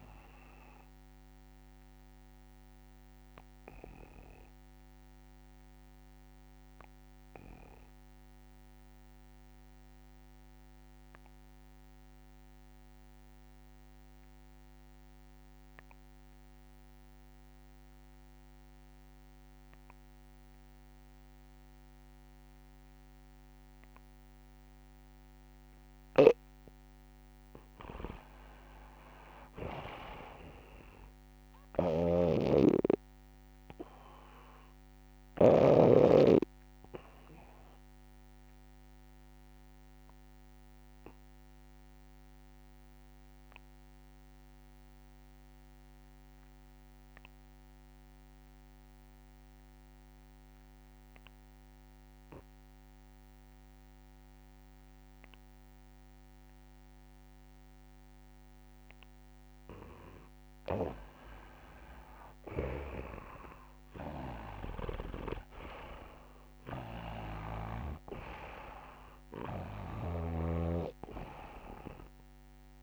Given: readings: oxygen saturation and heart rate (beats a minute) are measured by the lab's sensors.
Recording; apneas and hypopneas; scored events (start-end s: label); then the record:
breathing in sleep by a microphone on the trachea; 2
0.00-13.50 s: oxygen desaturation (device-marked, oxygen 85% lowest, heart rate 66 extreme)
2.50-26.00 s: obstructive apnea (oxygen 98% before, 83% lowest, heart rate 70 before, 66 extreme, up 6 after)
26.00-35.50 s: snoring (device-marked)
26.50-56.50 s: oxygen desaturation (device-marked, oxygen 99% before, 87% lowest, heart rate 68 before, 66 extreme)
28.50-32.00 s: arousal
38.00-59.50 s: obstructive apnea (oxygen 99% before, 82% lowest, heart rate 69 before, 66 extreme, up 3 after)
61.50-65.00 s: arousal
62.50-68.00 s: snoring (device-marked)
64.50-72.83 s: oxygen desaturation (device-marked, oxygen 97% before, 83% lowest, heart rate 68 before, 66 extreme)
From the record:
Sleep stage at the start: N2 (light sleep); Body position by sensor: on the back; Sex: male